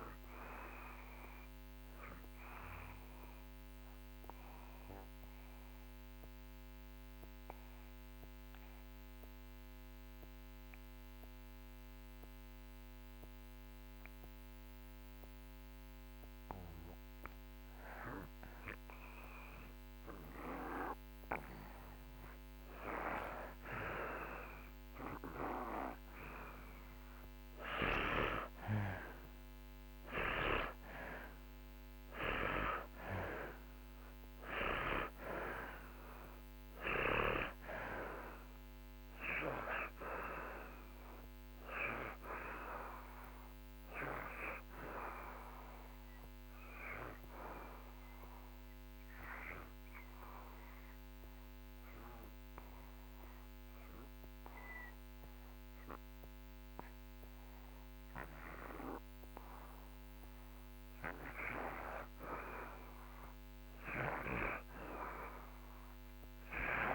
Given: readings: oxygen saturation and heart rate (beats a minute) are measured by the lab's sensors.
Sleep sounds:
breathing in sleep by a microphone on the trachea; 2
0.00-14.50 s: oxygen desaturation (device-marked, oxygen 79% lowest)
1.50-16.50 s: obstructive apnea (oxygen 96% before, 79% lowest)
20.50-24.50 s: arousal
26.50-56.50 s: oxygen desaturation (device-marked, oxygen 96% before, 79% lowest)
46.50-60.00 s: obstructive apnea (oxygen 96% before, 81% lowest)
62.00-65.50 s: arousal
From the record:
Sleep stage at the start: REM sleep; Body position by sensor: on the back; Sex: male

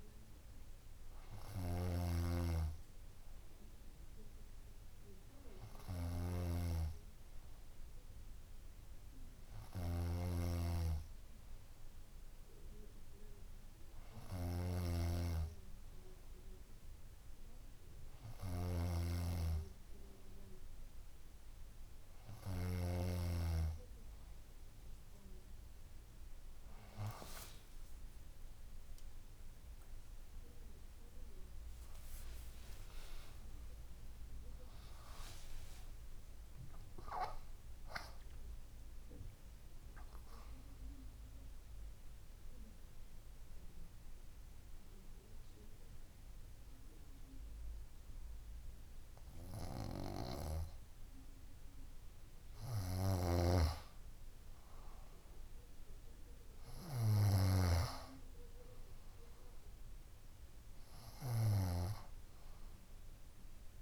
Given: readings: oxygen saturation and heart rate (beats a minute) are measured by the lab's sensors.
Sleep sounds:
breathing in sleep by a room microphone; none
0.00-23.00 s: snoring (device-marked)
27.50-29.50 s: long interval between heartbeats (device-marked, heart rate 61 before, 78 extreme)
29.00-35.50 s: arousal
34.00-36.00 s: long interval between heartbeats (device-marked, heart rate 71 before, 85 extreme)
38.50-40.50 s: long interval between heartbeats (device-marked, heart rate 77 before, 94 extreme)
44.00-50.00 s: bradycardia (device-marked, heart rate 63 before, 57 extreme)
53.50-62.00 s: snoring (device-marked)
61.00-63.82 s: bradycardia (device-marked, heart rate 63 before, 55 extreme)
From the record:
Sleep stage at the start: N2 (light sleep); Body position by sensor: on the front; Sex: female

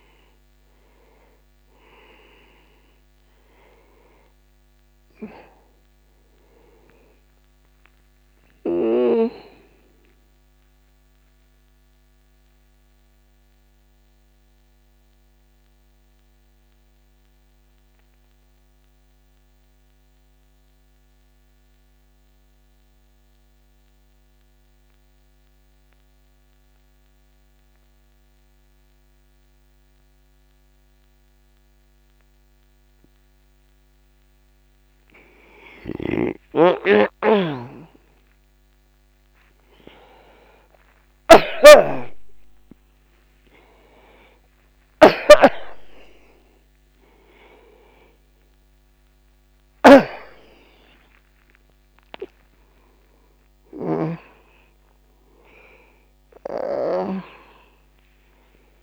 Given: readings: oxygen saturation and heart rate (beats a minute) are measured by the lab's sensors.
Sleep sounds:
breathing in sleep by a microphone on the trachea; 1
0.00-19.00 s: oxygen desaturation (device-marked, oxygen 86% lowest, heart rate 44 extreme)
7.50-36.00 s: central apnea (oxygen 98% before, 86% lowest, heart rate 56 before, 38 extreme, up 1 after)
37.00-58.50 s: snoring (device-marked)
37.50-42.00 s: arousal
44.00-58.83 s: oxygen desaturation (device-marked, oxygen 98% before, 88% lowest, heart rate 54 before, 44 extreme)
From the record:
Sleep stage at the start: N2 (light sleep); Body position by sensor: on the back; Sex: male

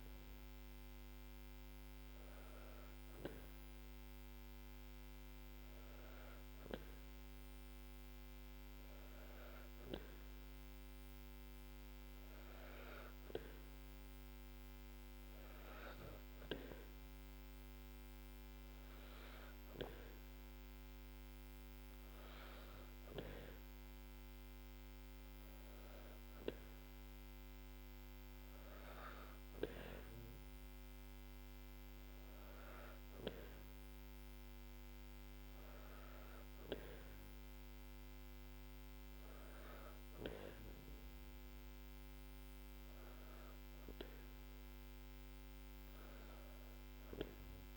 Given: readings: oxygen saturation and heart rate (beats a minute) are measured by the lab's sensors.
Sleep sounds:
breathing in sleep by a microphone on the trachea; none
none scored
From the record:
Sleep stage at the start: N2 (light sleep); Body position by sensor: on the back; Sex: female

